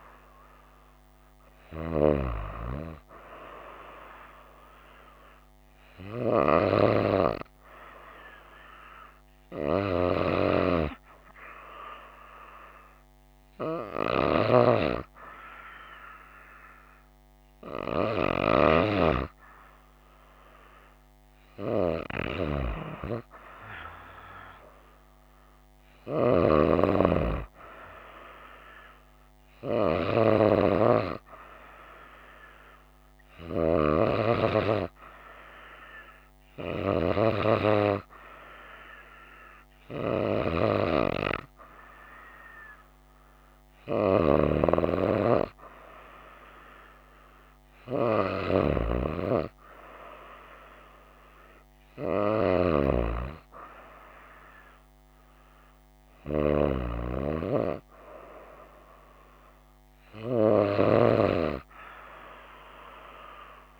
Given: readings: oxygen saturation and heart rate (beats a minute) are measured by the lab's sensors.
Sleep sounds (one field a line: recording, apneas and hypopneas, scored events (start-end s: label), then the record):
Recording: breathing in sleep by a microphone on the trachea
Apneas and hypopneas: none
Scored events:
none scored
From the record:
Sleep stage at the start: N2 (light sleep)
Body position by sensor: on the right side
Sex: female